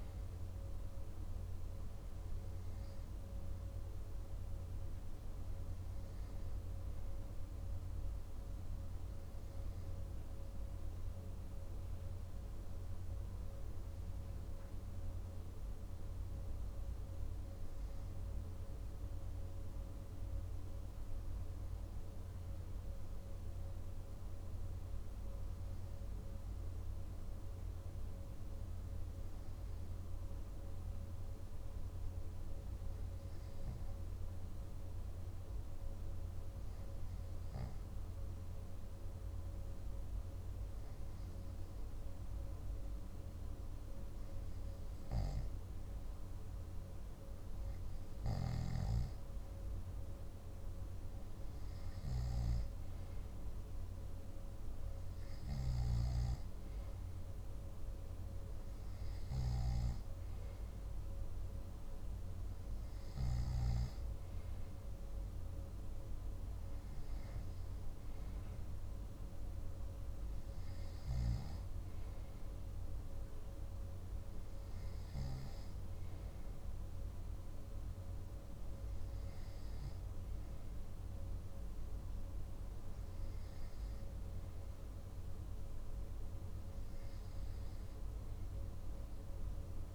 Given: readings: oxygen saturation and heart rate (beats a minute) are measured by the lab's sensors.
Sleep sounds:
breathing in sleep, hard to hear, by a room microphone; 1
19.00-46.00 s: hypopnea (oxygen 97% before, 94% lowest, heart rate 56 before, 53 extreme, up 4 after)
48.50-55.00 s: arousal
From the record:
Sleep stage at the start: N2 (light sleep); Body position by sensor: on the back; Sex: male

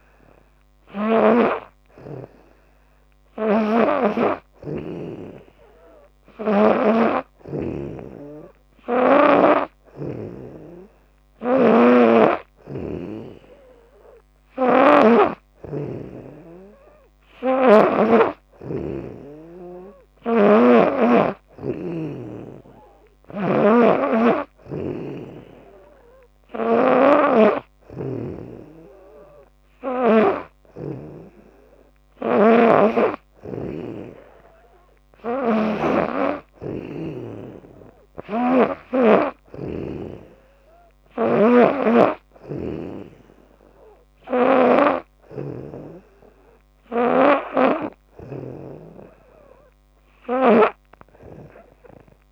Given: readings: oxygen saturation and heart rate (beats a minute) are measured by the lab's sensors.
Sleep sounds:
breathing in sleep by a microphone on the trachea; none
0.00-1.00 s: snoring (device-marked)
3.00-6.50 s: snoring (device-marked)
11.00-30.00 s: snoring (device-marked)
32.00-39.00 s: snoring (device-marked)
41.00-44.50 s: snoring (device-marked)
46.50-50.50 s: snoring (device-marked)
From the record:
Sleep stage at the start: N3 (deep sleep); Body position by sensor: on the back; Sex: female

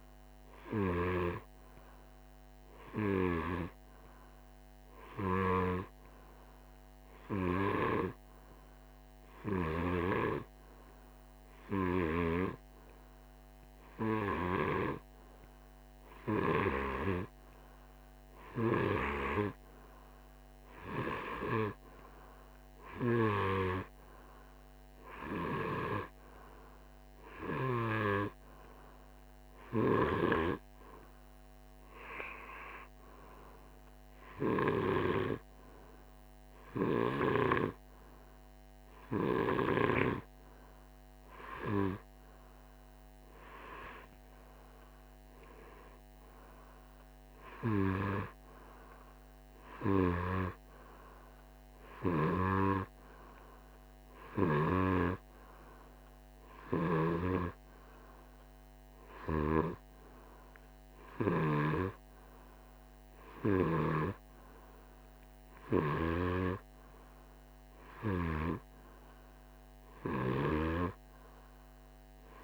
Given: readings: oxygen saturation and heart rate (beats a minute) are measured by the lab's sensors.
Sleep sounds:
breathing in sleep by a microphone on the trachea; none
47.50-49.50 s: oxygen desaturation (device-marked, oxygen 96% before, 94% lowest, heart rate 51 before, 51 extreme)
58.50-72.44 s: snoring (device-marked)
From the record:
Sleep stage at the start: N2 (light sleep); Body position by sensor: on the right side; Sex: male

